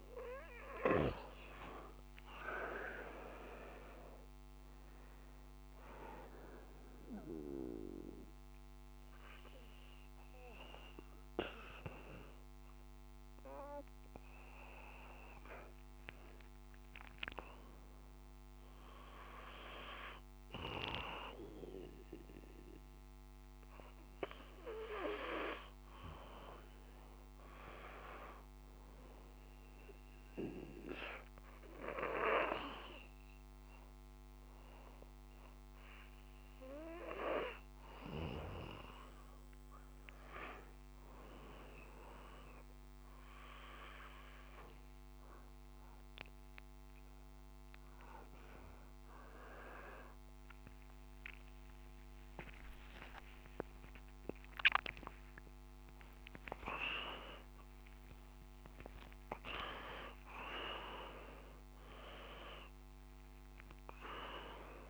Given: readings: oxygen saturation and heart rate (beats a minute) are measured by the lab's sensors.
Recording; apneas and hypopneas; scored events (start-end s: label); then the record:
breathing in sleep by a microphone on the trachea; 1
2.00-5.00 s: arousal
6.00-17.00 s: obstructive apnea (oxygen 98% before, 94% lowest)
17.50-20.50 s: arousal
51.00-64.90 s: new sleep stage, awake
From the record:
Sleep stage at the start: N2 (light sleep); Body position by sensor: on the back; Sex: male